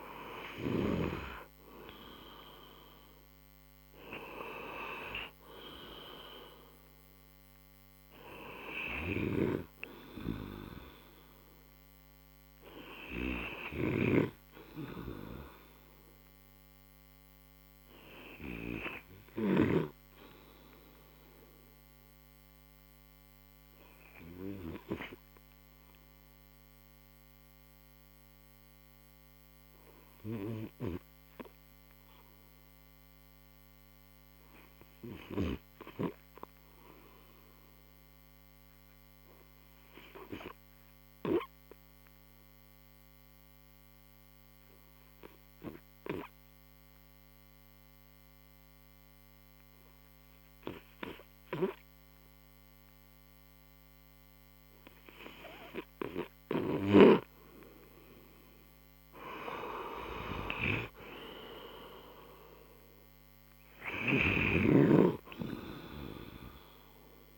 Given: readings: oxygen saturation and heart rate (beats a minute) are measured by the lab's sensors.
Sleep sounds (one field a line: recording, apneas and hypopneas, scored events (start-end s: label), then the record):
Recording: breathing in sleep by a microphone on the trachea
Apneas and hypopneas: 1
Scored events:
6.50-15.50 s: oxygen desaturation (device-marked, oxygen 95% before, 92% lowest)
17.50-20.50 s: arousal
23.50-55.50 s: obstructive apnea (oxygen 95% before, 92% lowest)
58.50-62.00 s: arousal
64.50-67.38 s: snoring (device-marked)
From the record:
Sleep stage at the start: N2 (light sleep)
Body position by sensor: on the right side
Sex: male